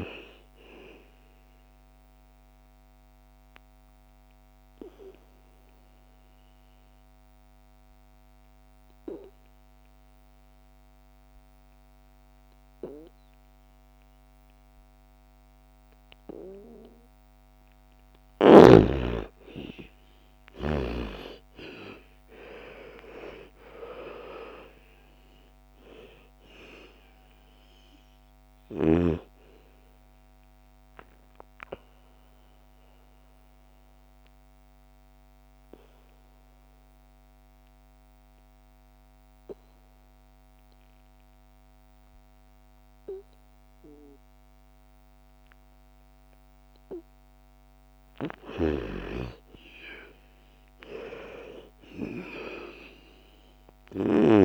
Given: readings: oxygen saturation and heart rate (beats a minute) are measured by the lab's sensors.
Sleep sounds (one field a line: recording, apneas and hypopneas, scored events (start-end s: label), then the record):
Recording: breathing in sleep by a microphone on the trachea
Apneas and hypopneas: 2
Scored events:
2.50-17.50 s: obstructive apnea (oxygen 98% before, 82% lowest, heart rate 63 before, 57 extreme, up 13 after)
17.50-44.50 s: oxygen desaturation (device-marked, oxygen 95% before, 82% lowest, heart rate 60 before, 57 extreme)
19.50-23.50 s: arousal
30.50-46.00 s: obstructive apnea (oxygen 97% before, 82% lowest, heart rate 64 before, 57 extreme, up 12 after)
47.50-51.50 s: arousal
48.00-54.45 s: snoring (device-marked)
51.50-54.45 s: oxygen desaturation (device-marked, oxygen 99% before, 87% lowest, heart rate 61 before, 55 extreme)
From the record:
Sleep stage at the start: N2 (light sleep)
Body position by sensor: on the back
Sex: female